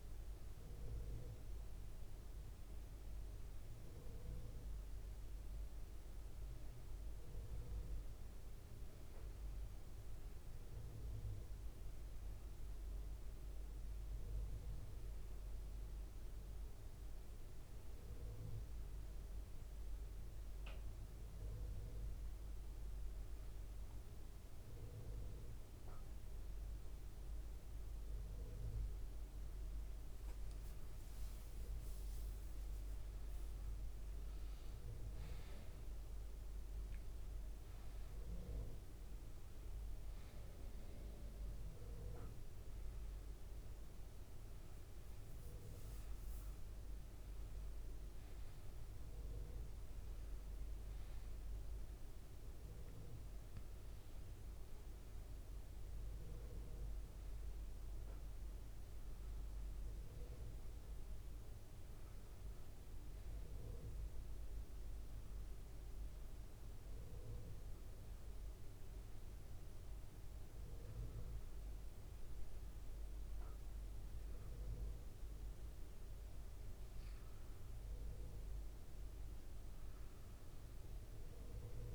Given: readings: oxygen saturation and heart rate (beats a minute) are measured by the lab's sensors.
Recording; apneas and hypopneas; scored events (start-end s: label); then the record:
breathing in sleep, hard to hear, by a room microphone; none
51.50-55.50 s: arousal
From the record:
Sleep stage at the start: N1 (lightest sleep); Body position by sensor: on the back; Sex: male